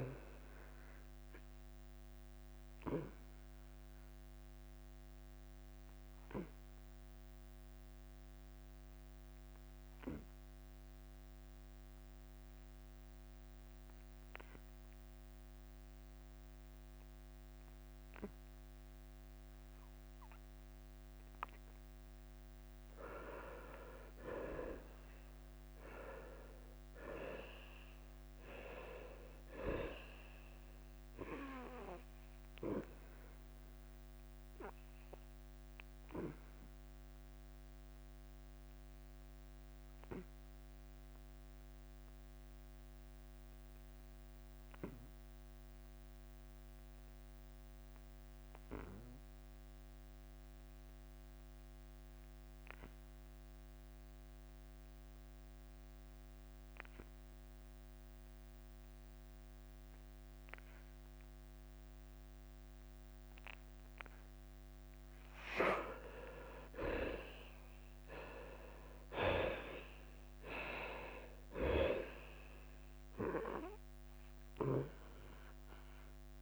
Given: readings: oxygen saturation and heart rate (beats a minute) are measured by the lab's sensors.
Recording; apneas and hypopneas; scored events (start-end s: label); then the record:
breathing in sleep by a microphone on the trachea; 2
0.00-1.00 s: arousal
5.00-22.00 s: obstructive apnea (oxygen 98% before, 84% lowest, heart rate 90 before, 85 extreme, up 4 after)
18.00-29.00 s: oxygen desaturation (device-marked, oxygen 99% before, 84% lowest, heart rate 90 before, 85 extreme)
22.00-38.00 s: drop in pulse transit time (device-marked, heart rate 89 before, 85 extreme)
25.00-29.00 s: arousal
34.50-64.00 s: obstructive apnea (oxygen 99% before, 79% lowest, heart rate 89 before, 83 extreme, up 8 after)
45.00-51.00 s: oxygen desaturation (device-marked, oxygen 95% before, 87% lowest, heart rate 91 before, 83 extreme)
66.00-76.42 s: drop in pulse transit time (device-marked, heart rate 86 before, 87 extreme)
66.00-76.42 s: oxygen desaturation (device-marked, oxygen 97% before, 92% lowest, heart rate 86 before, 82 extreme)
67.50-71.00 s: arousal
From the record:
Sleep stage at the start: N2 (light sleep); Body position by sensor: on the back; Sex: male